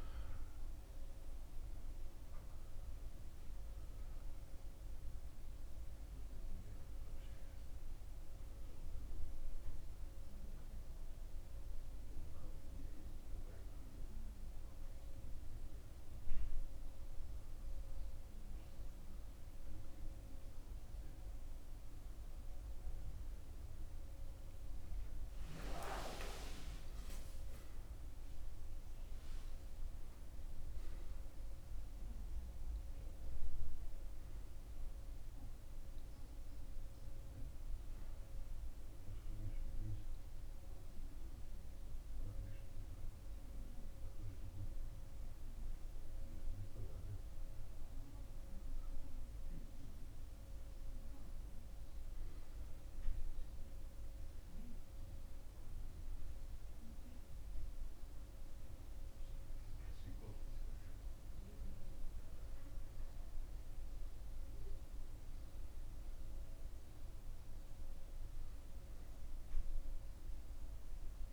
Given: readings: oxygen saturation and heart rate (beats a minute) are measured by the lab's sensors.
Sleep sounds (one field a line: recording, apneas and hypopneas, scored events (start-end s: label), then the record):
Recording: breathing in sleep, hard to hear, by a room microphone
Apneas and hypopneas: 1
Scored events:
3.50-26.00 s: obstructive apnea (oxygen 96% before, 91% lowest)
6.50-32.50 s: oxygen desaturation (device-marked, oxygen 96% before, 91% lowest)
27.50-33.00 s: arousal
From the record:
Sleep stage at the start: N2 (light sleep)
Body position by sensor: on the back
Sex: male